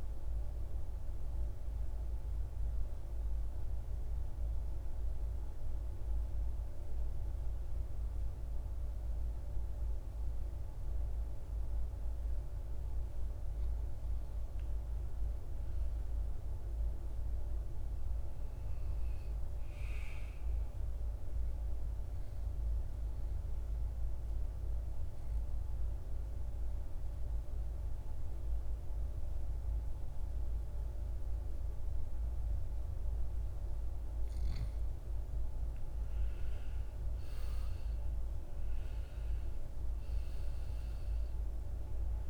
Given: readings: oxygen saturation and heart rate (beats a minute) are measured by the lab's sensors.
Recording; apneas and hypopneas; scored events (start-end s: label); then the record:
breathing in sleep, hard to hear, by a room microphone; 2
1.00-12.50 s: central apnea (oxygen 99% before, 89% lowest, heart rate 65 before, 53 extreme, up 7 after)
13.50-17.50 s: arousal
18.00-35.00 s: oxygen desaturation (device-marked, oxygen 98% before, 91% lowest, heart rate 55 before, 55 extreme)
23.50-34.50 s: obstructive apnea (oxygen 99% before, 85% lowest, heart rate 55 before, 55 extreme, up 7 after)
36.00-40.50 s: arousal
From the record:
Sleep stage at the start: N2 (light sleep); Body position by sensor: on the back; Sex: male